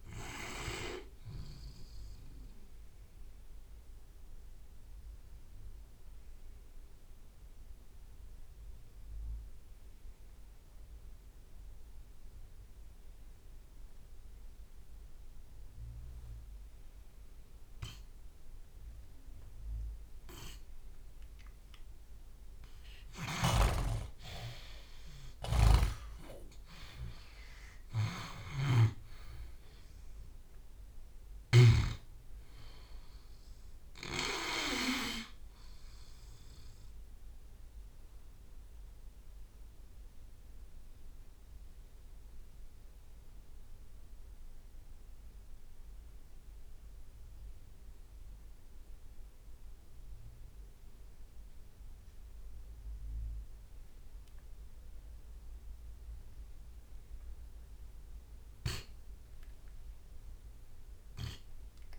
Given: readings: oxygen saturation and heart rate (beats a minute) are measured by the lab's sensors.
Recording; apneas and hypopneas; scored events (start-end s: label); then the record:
breathing in sleep by a room microphone; 2
0.00-14.50 s: oxygen desaturation (device-marked, oxygen 90% lowest)
4.50-21.50 s: mixed apnea (oxygen 97% before, 89% lowest)
19.00-21.00 s: long interval between heartbeats (device-marked)
23.00-28.00 s: arousal
25.50-32.00 s: snoring (device-marked)
26.00-28.00 s: long interval between heartbeats (device-marked)
26.50-38.50 s: drop in pulse transit time (device-marked)
34.50-36.50 s: long interval between heartbeats (device-marked, heart rate 36 before, 64 extreme)
38.00-57.50 s: obstructive apnea (oxygen 98% before, 86% lowest, heart rate 45 before, 58 extreme, up 6 after)
39.50-53.50 s: oxygen desaturation (device-marked, oxygen 96% before, 89% lowest, heart rate 50 before, 58 extreme)
From the record:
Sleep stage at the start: N2 (light sleep); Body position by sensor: on the back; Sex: male